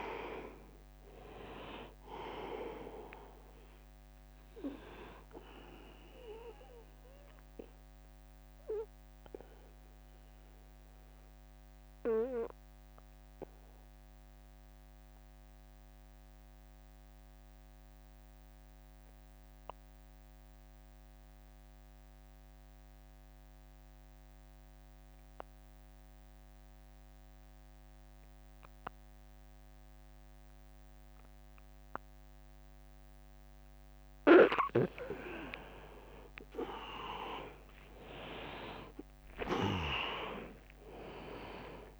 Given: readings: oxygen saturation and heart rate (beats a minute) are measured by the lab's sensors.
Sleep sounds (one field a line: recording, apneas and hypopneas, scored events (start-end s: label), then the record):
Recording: breathing in sleep by a microphone on the trachea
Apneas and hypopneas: 1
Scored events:
0.00-8.00 s: drop in pulse transit time (device-marked, heart rate 77 extreme)
0.00-19.00 s: oxygen desaturation (device-marked, oxygen 83% lowest, heart rate 72 extreme)
7.50-34.50 s: mixed apnea (oxygen 100% before, 80% lowest, heart rate 80 before, 72 extreme, up 8 after)
33.00-42.00 s: oxygen desaturation (device-marked, oxygen 100% before, 80% lowest, heart rate 77 before, 72 extreme)
36.50-42.00 s: arousal
37.00-42.00 s: drop in pulse transit time (device-marked, heart rate 76 before, 77 extreme)
From the record:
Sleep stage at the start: N2 (light sleep)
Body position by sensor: on the back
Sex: male